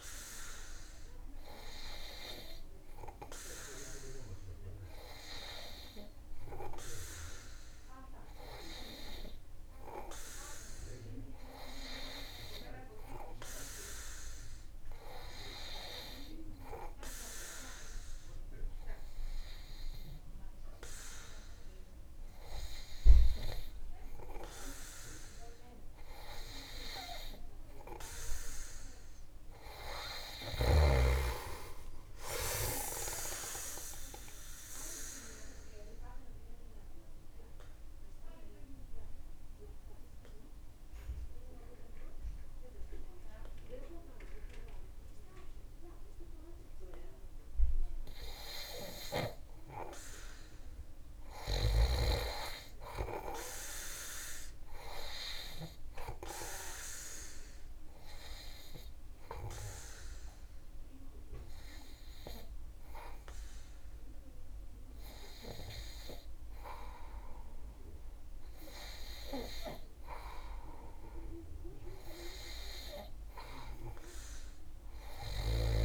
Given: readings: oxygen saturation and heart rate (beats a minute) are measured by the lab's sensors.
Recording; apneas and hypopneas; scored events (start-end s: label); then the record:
breathing in sleep by a room microphone; 2
24.50-29.50 s: arousal
33.00-45.50 s: obstructive apnea (oxygen 98% before, 95% lowest)
47.50-51.50 s: arousal
48.00-51.50 s: snoring (device-marked)
56.50-71.00 s: hypopnea (oxygen 98% before, 95% lowest)
66.00-75.85 s: oxygen desaturation (device-marked, oxygen 99% before, 95% lowest)
74.00-75.85 s: arousal
From the record:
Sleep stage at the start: N2 (light sleep); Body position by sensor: on the back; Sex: male